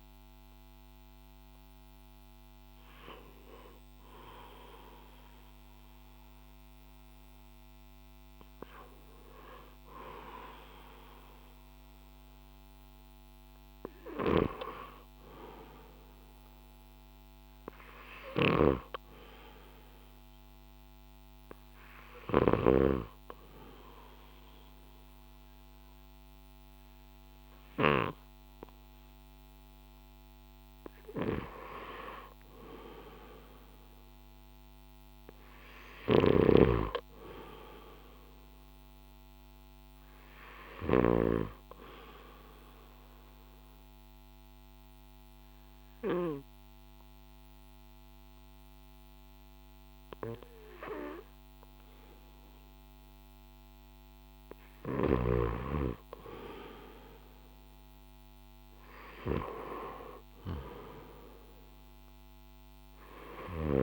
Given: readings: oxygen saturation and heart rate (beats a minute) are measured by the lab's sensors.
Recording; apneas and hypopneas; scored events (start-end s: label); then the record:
breathing in sleep by a microphone on the trachea; 1
0.00-3.50 s: oxygen desaturation (device-marked, oxygen 89% lowest, heart rate 58 extreme)
14.00-22.50 s: snoring (device-marked)
17.50-28.50 s: oxygen desaturation (device-marked, oxygen 97% before, 91% lowest, heart rate 61 before, 57 extreme)
32.00-36.00 s: arousal
36.00-41.00 s: snoring (device-marked)
42.00-53.50 s: obstructive apnea (oxygen 96% before, 88% lowest, heart rate 61 before, 57 extreme, up 4 after)
56.00-60.00 s: arousal
60.50-63.83 s: oxygen desaturation (device-marked, oxygen 94% before, 88% lowest, heart rate 59 before, 56 extreme)
From the record:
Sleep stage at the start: N2 (light sleep); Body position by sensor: on the left side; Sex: male